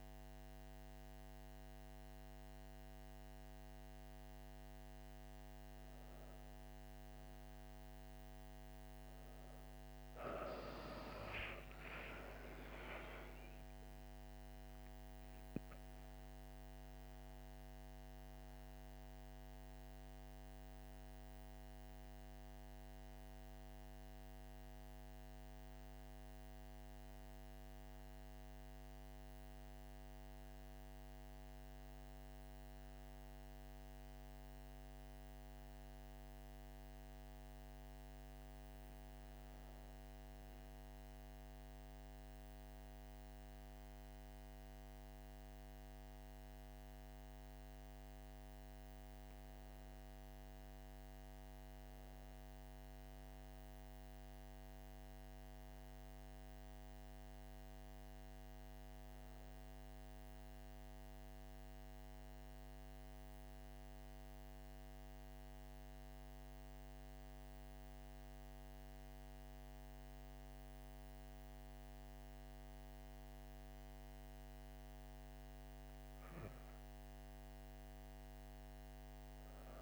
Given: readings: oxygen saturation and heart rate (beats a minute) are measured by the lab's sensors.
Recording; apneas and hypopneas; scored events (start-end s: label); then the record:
breathing in sleep, hard to hear, by a microphone on the trachea; 1
10.50-15.00 s: arousal
32.00-79.82 s: new sleep stage, N2 (light sleep)
56.00-79.82 s: oxygen desaturation (device-marked, oxygen 97% before, 90% lowest)
63.00-75.00 s: central apnea (oxygen 99% before, 90% lowest)
76.50-79.82 s: arousal
From the record:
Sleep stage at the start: N1 (lightest sleep); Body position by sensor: on the back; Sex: female